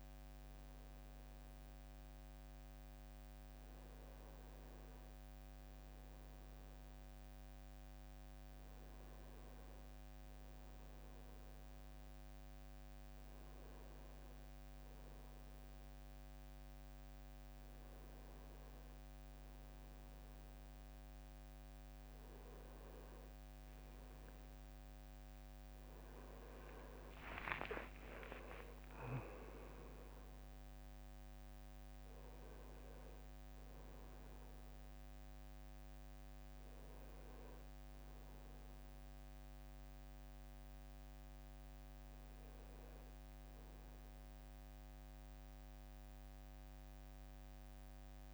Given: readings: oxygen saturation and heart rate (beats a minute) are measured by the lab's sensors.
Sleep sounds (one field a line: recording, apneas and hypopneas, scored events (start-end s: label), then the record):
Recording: breathing in sleep, hard to hear, by a microphone on the trachea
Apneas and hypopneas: none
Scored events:
25.50-30.00 s: arousal
From the record:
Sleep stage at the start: N1 (lightest sleep)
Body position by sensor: on the right side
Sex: male